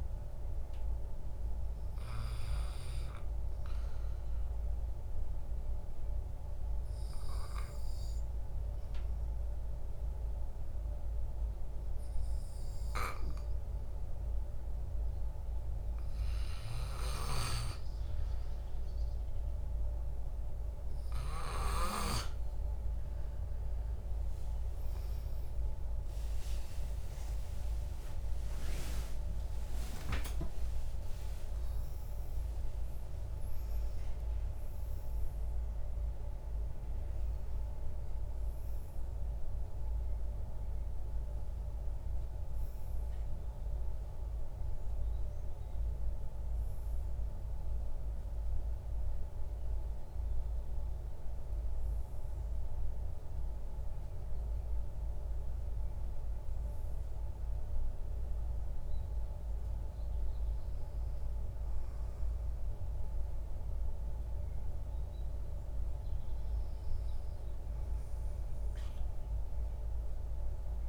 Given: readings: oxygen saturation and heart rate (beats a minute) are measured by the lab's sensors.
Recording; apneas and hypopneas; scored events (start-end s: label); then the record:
breathing in sleep by a room microphone; 1
3.00-17.50 s: hypopnea (oxygen 99% before, 96% lowest, heart rate 59 before, 56 extreme, up 11 after)
24.50-31.00 s: arousal
From the record:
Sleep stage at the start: N2 (light sleep); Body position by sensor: on the right side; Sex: male